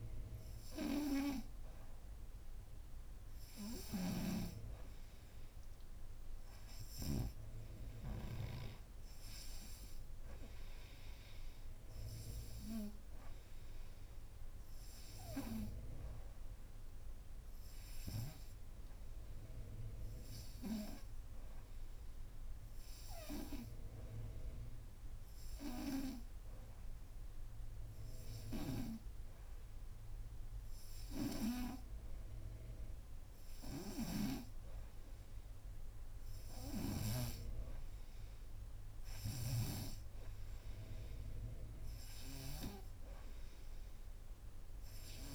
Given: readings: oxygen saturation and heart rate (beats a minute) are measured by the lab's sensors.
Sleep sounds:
breathing in sleep by a room microphone; none
0.00-3.50 s: oxygen desaturation (device-marked, oxygen 91% lowest, heart rate 50 extreme)
3.50-7.00 s: snoring (device-marked)
33.50-37.00 s: snoring (device-marked)
34.50-45.34 s: oxygen desaturation (device-marked, oxygen 95% before, 91% lowest, heart rate 60 before, 37 extreme)
From the record:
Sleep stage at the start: N2 (light sleep); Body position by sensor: upright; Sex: female

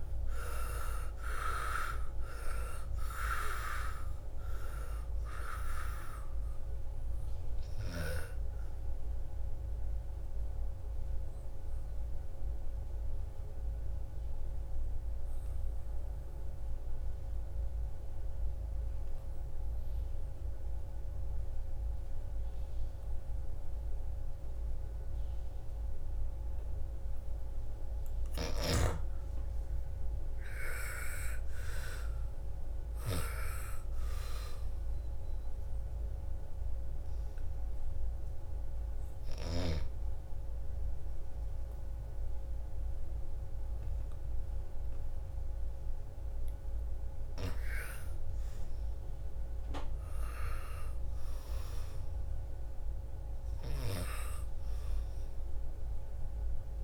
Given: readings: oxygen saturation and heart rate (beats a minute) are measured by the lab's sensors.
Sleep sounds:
breathing in sleep by a room microphone; 2
0.00-2.50 s: arousal
0.00-17.50 s: oxygen desaturation (device-marked, oxygen 80% lowest, heart rate 57 extreme)
10.00-26.50 s: obstructive apnea (oxygen 99% before, 81% lowest, heart rate 63 before, 57 extreme, up 8 after)
28.50-31.50 s: arousal
28.50-47.50 s: oxygen desaturation (device-marked, oxygen 99% before, 87% lowest, heart rate 60 before, 55 extreme)
35.00-47.00 s: hypopnea (oxygen 99% before, 84% lowest, heart rate 60 before, 55 extreme, up 7 after)
48.00-52.50 s: arousal
From the record:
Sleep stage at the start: N2 (light sleep); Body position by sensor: on the back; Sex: female

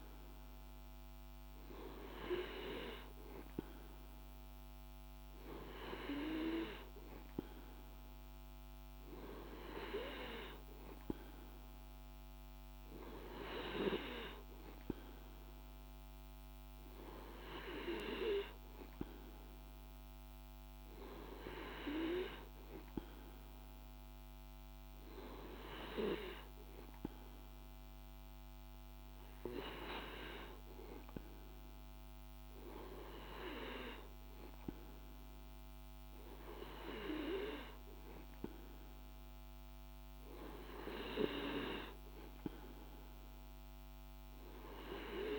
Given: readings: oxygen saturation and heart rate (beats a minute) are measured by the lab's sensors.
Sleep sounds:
breathing in sleep by a microphone on the trachea; none
none scored
From the record:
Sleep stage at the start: N2 (light sleep); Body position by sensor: on the back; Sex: male

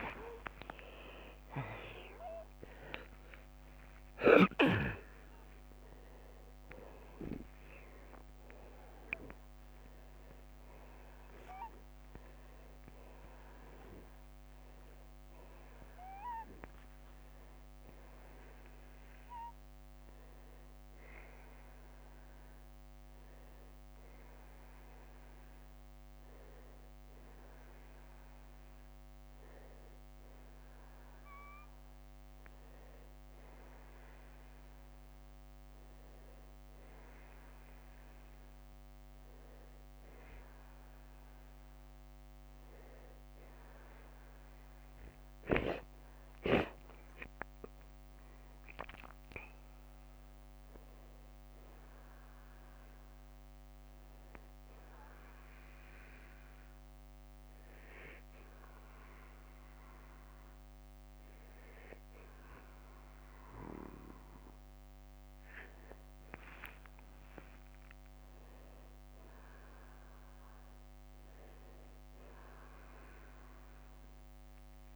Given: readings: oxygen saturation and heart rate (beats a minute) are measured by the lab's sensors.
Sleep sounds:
a person awake in a sleep study, by a microphone on the trachea; none
0.00-1.50 s: long interval between heartbeats (device-marked, heart rate 63 extreme)
1.50-18.50 s: oxygen desaturation (device-marked, oxygen 96% before, 91% lowest, heart rate 56 before, 50 extreme)
5.50-14.50 s: tachycardia (device-marked, heart rate 58 before, 159 extreme)
7.00-9.00 s: long interval between heartbeats (device-marked, heart rate 58 before, 86 extreme)
10.00-12.00 s: long interval between heartbeats (device-marked, heart rate 64 before, 139 extreme)
12.00-14.00 s: long interval between heartbeats (device-marked, heart rate 73 before, 157 extreme)
19.00-21.00 s: long interval between heartbeats (device-marked, heart rate 99 before, 89 extreme)
54.50-74.96 s: new sleep stage, N2 (light sleep)
70.50-72.50 s: long interval between heartbeats (device-marked, heart rate 54 before, 58 extreme)
From the record:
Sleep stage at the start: awake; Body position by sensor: on the back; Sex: male

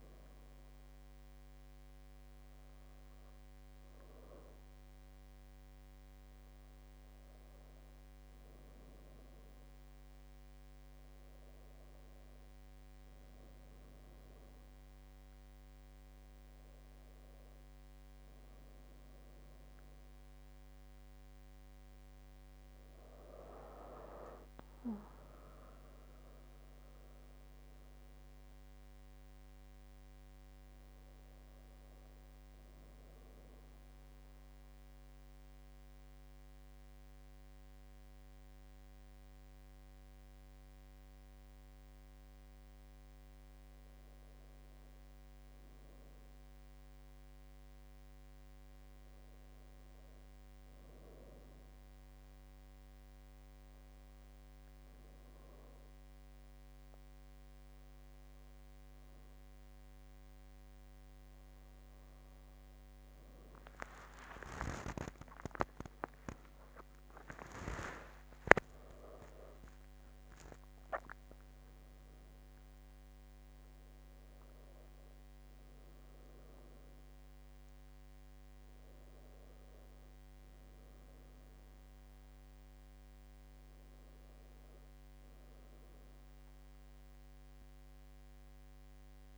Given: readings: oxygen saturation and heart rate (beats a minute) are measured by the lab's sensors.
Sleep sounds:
breathing in sleep by a microphone on the trachea; 2
25.00-30.00 s: arousal
34.50-44.50 s: obstructive apnea (oxygen 96% before, 95% lowest, heart rate 70 before, 68 extreme, up 0 after)
47.00-51.00 s: arousal
54.00-64.00 s: obstructive apnea (oxygen 96% before, 96% lowest, heart rate 70 before, 68 extreme, up 2 after)
65.50-70.50 s: arousal
From the record:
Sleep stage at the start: N2 (light sleep); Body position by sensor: on the back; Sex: female

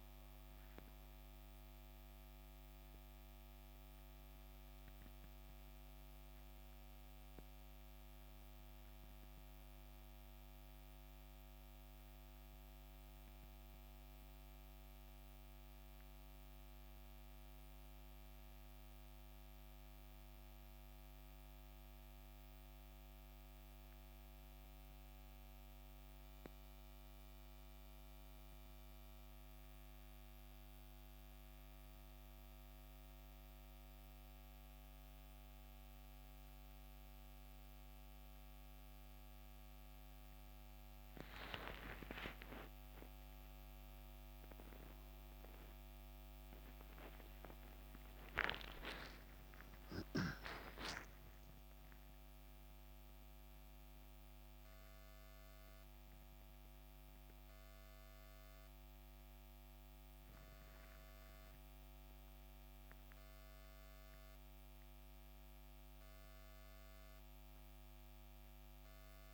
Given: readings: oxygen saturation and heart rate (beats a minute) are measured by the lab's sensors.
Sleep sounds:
breathing in sleep by a microphone on the trachea; 1
0.00-22.50 s: oxygen desaturation (device-marked, oxygen 87% lowest, heart rate 68 extreme)
4.50-69.34 s: new sleep stage, N1 (lightest sleep)
23.50-41.50 s: hypopnea (oxygen 93% before, 93% lowest, heart rate 69 before, 69 extreme, up 4 after)
43.00-47.50 s: arousal
44.50-69.34 s: oxygen desaturation (device-marked, oxygen 97% before, 93% lowest, heart rate 70 before, 69 extreme)
From the record:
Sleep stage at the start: N2 (light sleep); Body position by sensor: on the back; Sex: male

